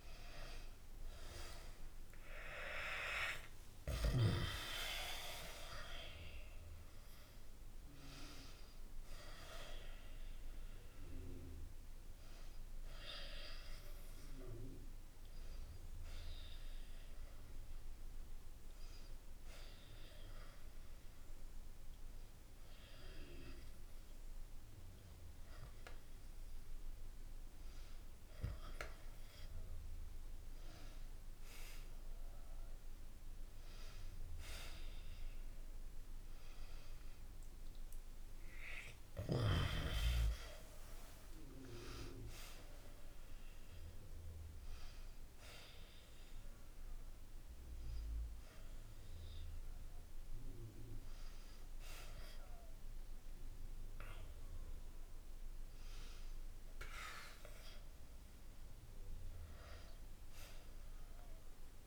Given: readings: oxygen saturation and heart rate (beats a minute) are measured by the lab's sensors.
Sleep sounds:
a person partly awake in a sleep study, by a room microphone; none
9.50-61.87 s: new sleep stage, N1 (lightest sleep)
35.00-39.50 s: arousal
From the record:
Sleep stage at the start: awake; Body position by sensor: on the back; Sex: male

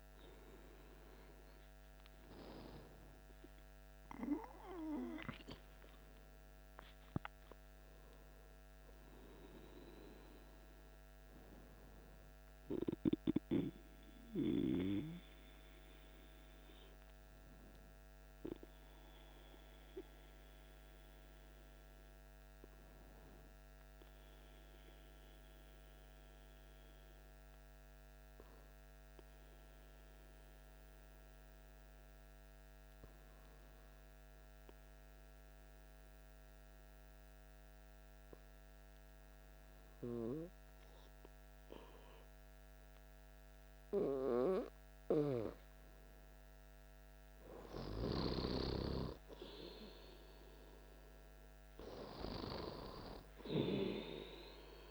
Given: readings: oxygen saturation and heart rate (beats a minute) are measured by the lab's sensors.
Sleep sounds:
breathing in sleep by a microphone on the trachea; 1
4.00-26.00 s: oxygen desaturation (device-marked, oxygen 98% before, 95% lowest, heart rate 57 before, 51 extreme)
24.00-46.00 s: obstructive apnea (oxygen 98% before, 94% lowest, heart rate 55 before, 53 extreme, up 1 after)
48.00-52.00 s: arousal
From the record:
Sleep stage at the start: N2 (light sleep); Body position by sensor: on the back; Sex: male

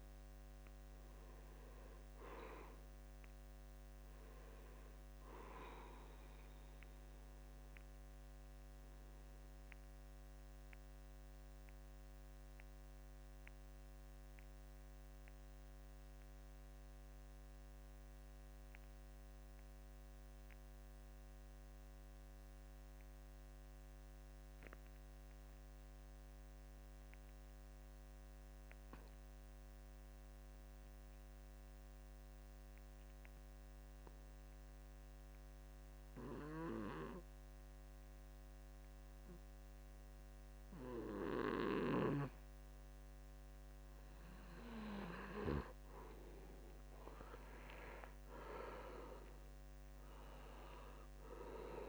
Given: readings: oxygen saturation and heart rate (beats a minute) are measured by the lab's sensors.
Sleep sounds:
breathing in sleep by a microphone on the trachea; 1
0.00-17.00 s: oxygen desaturation (device-marked, oxygen 79% lowest, heart rate 65 extreme)
8.00-45.00 s: mixed apnea (oxygen 92% before, 77% lowest, heart rate 74 before, 65 extreme, up 15 after)
35.00-51.89 s: oxygen desaturation (device-marked, oxygen 97% before, 80% lowest, heart rate 71 before, 68 extreme)
48.00-50.00 s: long interval between heartbeats (device-marked, heart rate 72 before, 85 extreme)
48.00-51.50 s: arousal
From the record:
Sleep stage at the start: N2 (light sleep); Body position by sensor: on the back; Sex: male

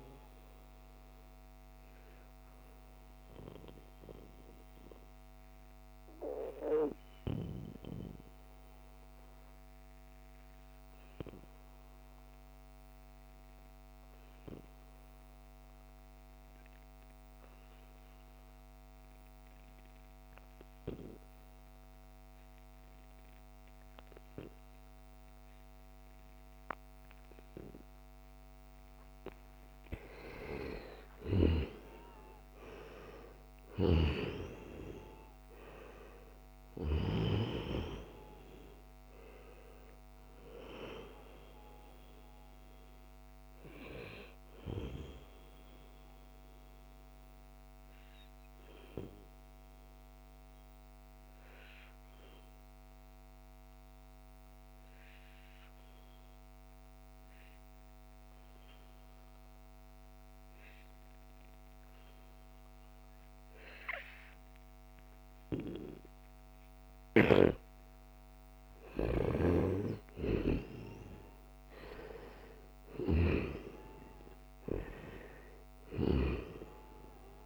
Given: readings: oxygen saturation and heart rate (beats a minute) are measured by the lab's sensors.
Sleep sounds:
breathing in sleep by a microphone on the trachea; 2
0.00-17.50 s: oxygen desaturation (device-marked, oxygen 87% lowest, heart rate 70 extreme)
4.50-30.00 s: obstructive apnea (oxygen 96% before, 87% lowest, heart rate 78 before, 70 extreme, up 7 after)
31.00-35.50 s: arousal
33.50-55.50 s: oxygen desaturation (device-marked, oxygen 96% before, 87% lowest, heart rate 73 before, 71 extreme)
47.00-66.50 s: obstructive apnea (oxygen 97% before, 87% lowest, heart rate 76 before, 71 extreme, up 3 after)
68.00-73.00 s: arousal
69.00-73.50 s: snoring (device-marked)
73.50-77.46 s: oxygen desaturation (device-marked, oxygen 96% before, 91% lowest, heart rate 73 before, 71 extreme)
From the record:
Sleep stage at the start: N2 (light sleep); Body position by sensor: on the right side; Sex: male

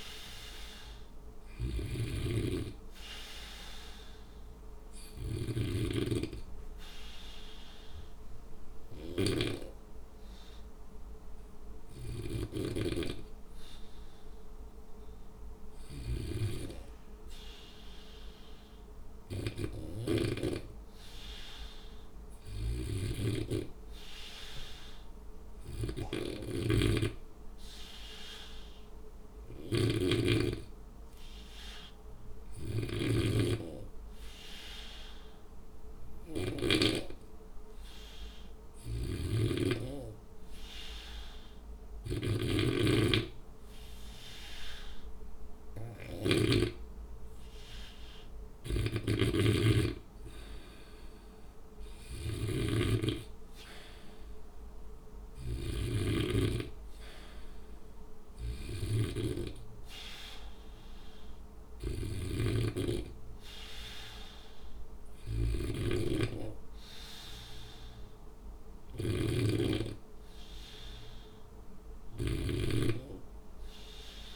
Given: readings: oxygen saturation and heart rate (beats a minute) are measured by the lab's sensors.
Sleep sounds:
breathing in sleep by a room microphone; 1
0.00-2.50 s: oxygen desaturation (device-marked, oxygen 93% lowest, heart rate 59 extreme)
0.00-6.00 s: snoring (device-marked)
19.50-36.50 s: snoring (device-marked)
26.50-43.00 s: hypopnea (oxygen 95% before, 93% lowest, heart rate 61 before, 61 extreme, up 0 after)
38.50-46.50 s: snoring (device-marked)
46.00-50.00 s: arousal
48.50-74.36 s: snoring (device-marked)
From the record:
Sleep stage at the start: N2 (light sleep); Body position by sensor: on the back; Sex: male

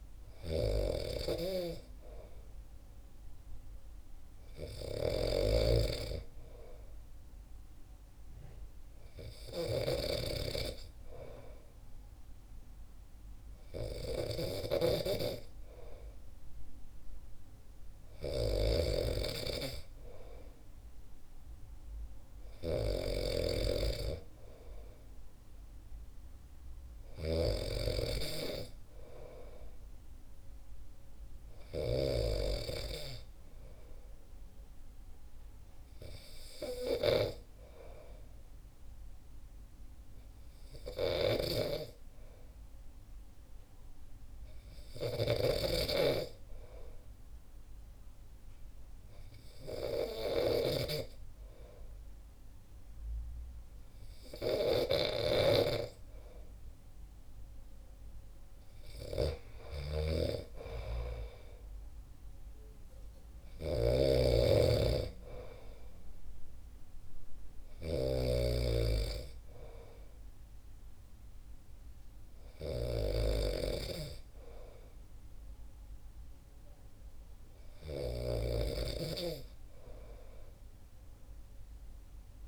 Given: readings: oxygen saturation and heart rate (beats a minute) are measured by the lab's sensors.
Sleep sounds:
breathing in sleep by a room microphone; 1
0.00-37.50 s: snoring (device-marked)
41.50-57.00 s: hypopnea (oxygen 94% before, 92% lowest, heart rate 66 before, 63 extreme, up 2 after)
45.00-78.50 s: snoring (device-marked)
59.50-62.50 s: arousal
From the record:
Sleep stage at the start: N2 (light sleep); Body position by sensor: on the back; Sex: male

